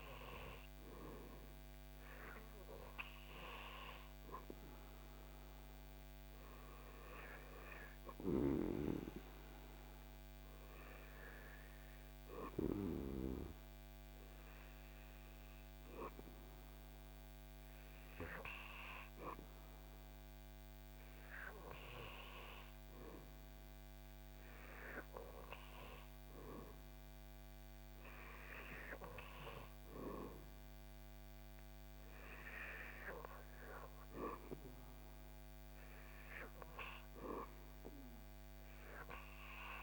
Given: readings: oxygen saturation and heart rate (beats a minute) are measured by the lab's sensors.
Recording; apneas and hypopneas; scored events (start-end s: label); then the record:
breathing in sleep by a microphone on the trachea; none
0.00-25.00 s: oxygen desaturation (device-marked, oxygen 90% lowest, heart rate 79 extreme)
From the record:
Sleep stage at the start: N2 (light sleep); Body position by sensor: on the back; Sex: male